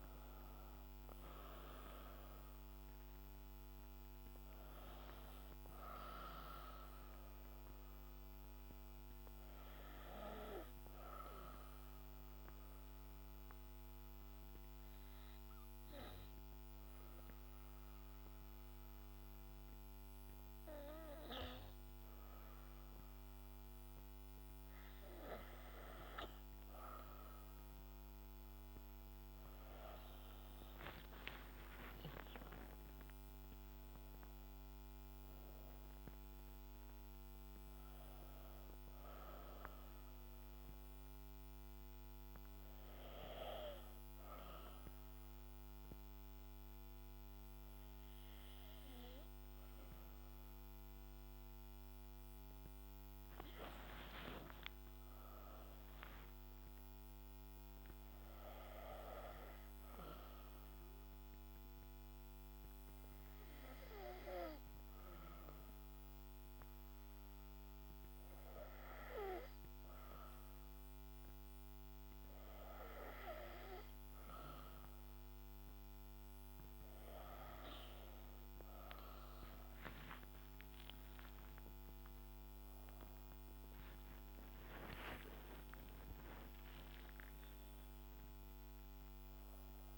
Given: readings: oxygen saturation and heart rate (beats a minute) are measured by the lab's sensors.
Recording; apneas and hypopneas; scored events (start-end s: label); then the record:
breathing in sleep by a microphone on the trachea; 3
0.00-17.00 s: oxygen desaturation (device-marked, oxygen 88% lowest, heart rate 62 extreme)
11.00-24.00 s: obstructive apnea (oxygen 96% before, 88% lowest, heart rate 67 before, 58 extreme, up 5 after)
27.00-31.00 s: arousal
29.00-49.00 s: oxygen desaturation (device-marked, oxygen 99% before, 93% lowest, heart rate 63 before, 58 extreme)
39.00-50.00 s: hypopnea (oxygen 99% before, 93% lowest, heart rate 67 before, 58 extreme, up 5 after)
52.00-56.00 s: arousal
60.00-75.00 s: hypopnea (oxygen 98% before, 92% lowest, heart rate 61 before, 62 extreme, up 11 after)
78.00-89.98 s: oxygen desaturation (device-marked, oxygen 97% before, 94% lowest, heart rate 63 before, 57 extreme)
79.50-85.00 s: arousal
84.50-86.50 s: long interval between heartbeats (device-marked, heart rate 67 before, 86 extreme)
From the record:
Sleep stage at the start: N2 (light sleep); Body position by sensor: on the back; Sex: female